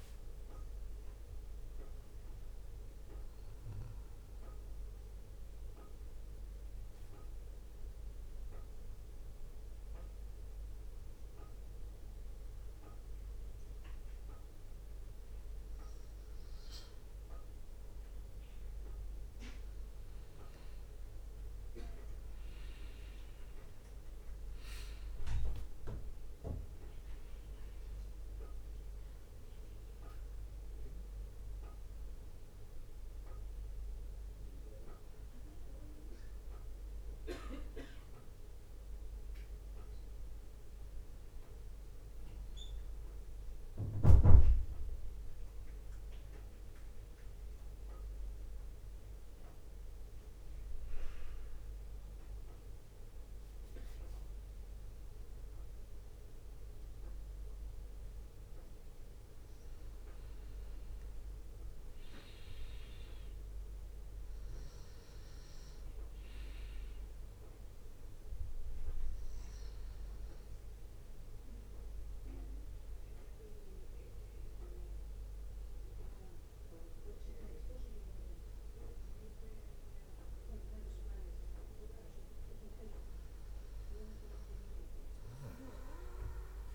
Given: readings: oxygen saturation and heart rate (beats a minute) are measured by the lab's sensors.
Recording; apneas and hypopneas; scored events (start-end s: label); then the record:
breathing in sleep by a room microphone; 3
0.00-7.00 s: oxygen desaturation (device-marked, oxygen 92% lowest, heart rate 57 extreme)
5.00-18.00 s: mixed apnea (oxygen 95% before, 91% lowest, heart rate 61 before, 57 extreme, up 3 after)
20.00-23.50 s: arousal
24.00-40.00 s: drop in pulse transit time (device-marked, heart rate 62 before, 57 extreme)
43.00-60.00 s: obstructive apnea (oxygen 94% before, 91% lowest, heart rate 61 before, 61 extreme, up 0 after)
62.00-65.50 s: arousal
66.00-79.00 s: oxygen desaturation (device-marked, oxygen 96% before, 92% lowest, heart rate 63 before, 58 extreme)
69.00-82.50 s: obstructive apnea (oxygen 96% before, 91% lowest, heart rate 63 before, 58 extreme, up 0 after)
From the record:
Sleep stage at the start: N2 (light sleep); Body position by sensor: on the back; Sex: male